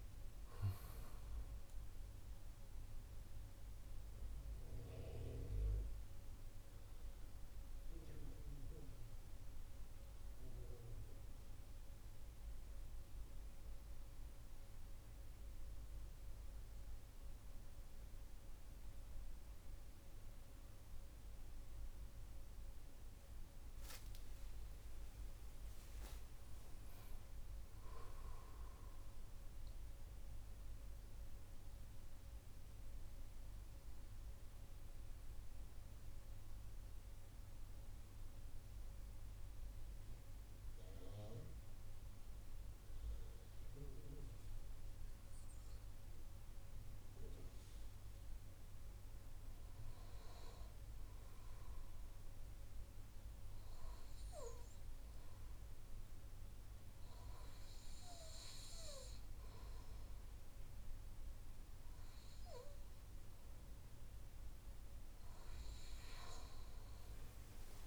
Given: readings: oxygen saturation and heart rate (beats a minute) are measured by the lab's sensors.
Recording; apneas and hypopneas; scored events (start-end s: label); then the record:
breathing in sleep by a room microphone; 2
1.50-22.50 s: central apnea (oxygen 99% before, 93% lowest, heart rate 64 before, 46 extreme, up 42 after)
24.00-28.50 s: arousal
24.50-47.50 s: oxygen desaturation (device-marked, oxygen 98% before, 94% lowest, heart rate 98 before, 46 extreme)
31.00-48.50 s: mixed apnea (oxygen 99% before, 93% lowest, heart rate 105 before, 46 extreme)
51.00-54.50 s: arousal
From the record:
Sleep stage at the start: N2 (light sleep); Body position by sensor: on the right side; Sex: male